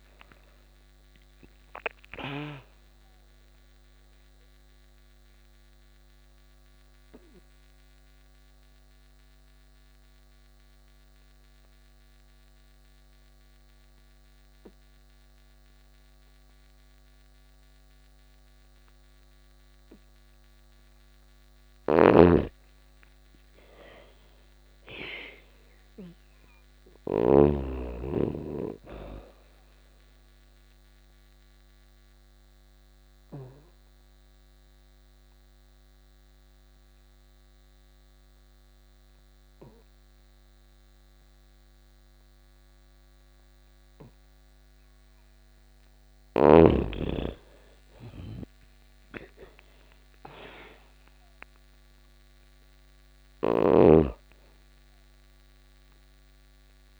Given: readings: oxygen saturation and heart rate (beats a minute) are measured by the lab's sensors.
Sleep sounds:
breathing in sleep by a microphone on the trachea; 2
0.00-15.00 s: oxygen desaturation (device-marked, oxygen 85% lowest, heart rate 84 extreme)
3.50-20.50 s: obstructive apnea (oxygen 99% before, 85% lowest, heart rate 87 before, 84 extreme, up 4 after)
21.00-26.50 s: snoring (device-marked)
22.00-25.50 s: arousal
26.00-43.00 s: oxygen desaturation (device-marked, oxygen 99% before, 87% lowest, heart rate 86 before, 84 extreme)
30.00-45.00 s: obstructive apnea (oxygen 99% before, 86% lowest, heart rate 86 before, 84 extreme, up 8 after)
47.50-52.00 s: arousal
51.00-57.00 s: oxygen desaturation (device-marked, oxygen 98% before, 89% lowest, heart rate 86 before, 83 extreme)
52.50-56.50 s: snoring (device-marked)
From the record:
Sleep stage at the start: N2 (light sleep); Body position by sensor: on the back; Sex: female

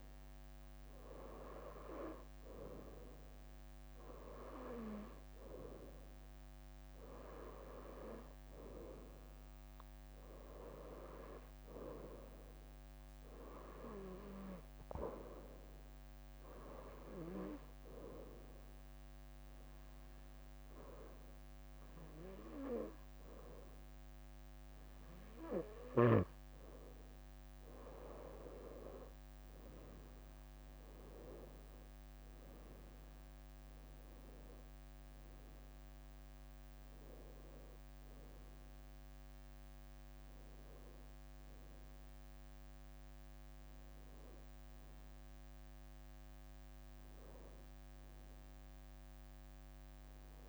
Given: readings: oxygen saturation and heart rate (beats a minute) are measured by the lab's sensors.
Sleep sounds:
breathing in sleep by a microphone on the trachea; 1
0.50-3.00 s: leg movement (device-marked)
4.00-6.00 s: leg movement (device-marked)
10.00-18.00 s: leg movement (device-marked)
18.00-28.00 s: hypopnea (oxygen 94% before, 92% lowest, heart rate 72 before, 63 extreme, up 6 after)
22.00-24.00 s: leg movement (device-marked)
25.00-27.50 s: leg movement (device-marked)
27.50-29.00 s: leg movement (device-marked)
29.50-32.50 s: arousal
44.00-45.00 s: leg movement (device-marked)
46.50-48.50 s: leg movement (device-marked)
From the record:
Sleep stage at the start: N2 (light sleep); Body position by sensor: on the right side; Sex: female

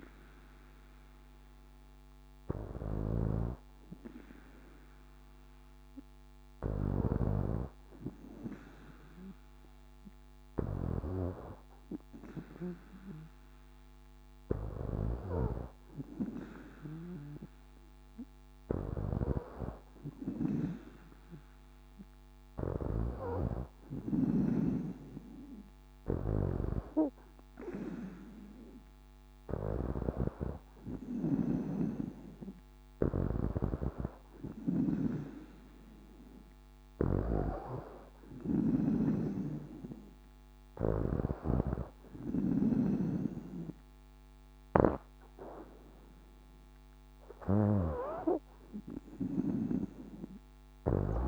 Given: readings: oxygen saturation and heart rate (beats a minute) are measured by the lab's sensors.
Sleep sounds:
breathing in sleep by a microphone on the trachea; none
0.00-14.00 s: oxygen desaturation (device-marked, oxygen 96% before, 93% lowest, heart rate 62 before, 59 extreme)
2.50-7.00 s: snoring (device-marked)
14.50-44.50 s: snoring (device-marked)
From the record:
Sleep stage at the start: N2 (light sleep); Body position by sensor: on the back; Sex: female

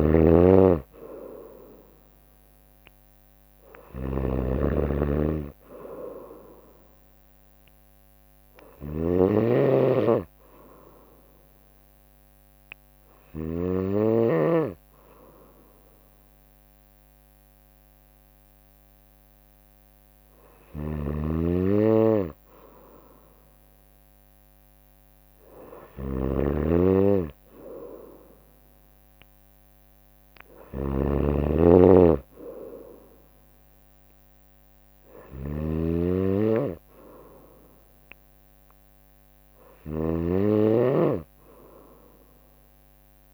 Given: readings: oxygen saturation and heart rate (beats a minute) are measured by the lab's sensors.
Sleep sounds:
breathing in sleep by a microphone on the trachea; 1
0.00-3.00 s: arousal
0.00-13.50 s: snoring (device-marked)
4.50-22.50 s: oxygen desaturation (device-marked, oxygen 96% before, 92% lowest, heart rate 60 before, 58 extreme)
8.50-19.50 s: bradycardia (device-marked, heart rate 62 before, 59 extreme)
10.50-21.50 s: hypopnea (oxygen 96% before, 92% lowest, heart rate 60 before, 58 extreme, up 3 after)
20.50-43.34 s: snoring (device-marked)
25.00-29.50 s: arousal
From the record:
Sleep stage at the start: N2 (light sleep); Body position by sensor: on the right side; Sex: female

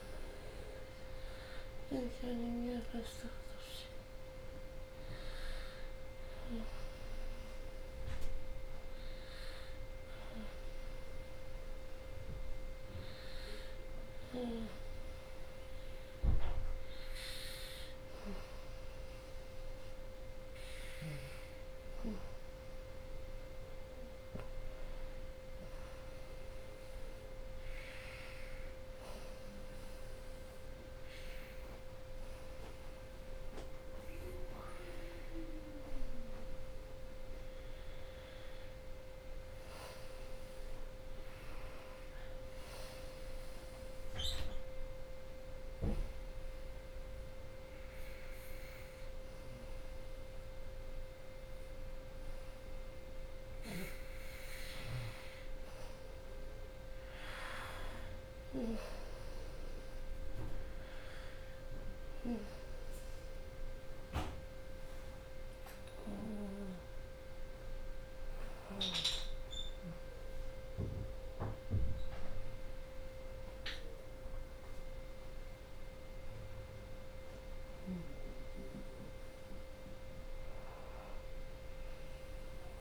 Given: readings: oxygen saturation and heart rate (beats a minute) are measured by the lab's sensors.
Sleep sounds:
breathing in sleep by a room microphone; 2
0.00-3.50 s: drop in pulse transit time (device-marked, heart rate 95 extreme)
0.00-10.50 s: oxygen desaturation (device-marked, oxygen 81% lowest, heart rate 76 extreme)
19.00-22.50 s: arousal
26.00-36.50 s: hypopnea (oxygen 95% before, 88% lowest, heart rate 91 before, 68 extreme, up 0 after)
38.00-41.50 s: arousal
43.50-54.50 s: oxygen desaturation (device-marked, oxygen 93% before, 90% lowest, heart rate 81 before, 68 extreme)
44.00-54.50 s: obstructive apnea (oxygen 95% before, 88% lowest, heart rate 81 before, 68 extreme, up 23 after)
56.50-59.50 s: arousal
56.50-73.50 s: oxygen desaturation (device-marked, oxygen 93% before, 88% lowest, heart rate 76 before, 79 extreme)
57.50-68.50 s: drop in pulse transit time (device-marked, heart rate 76 before, 76 extreme)
73.50-78.00 s: arousal
From the record:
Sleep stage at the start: N2 (light sleep); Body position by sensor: on the back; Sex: female

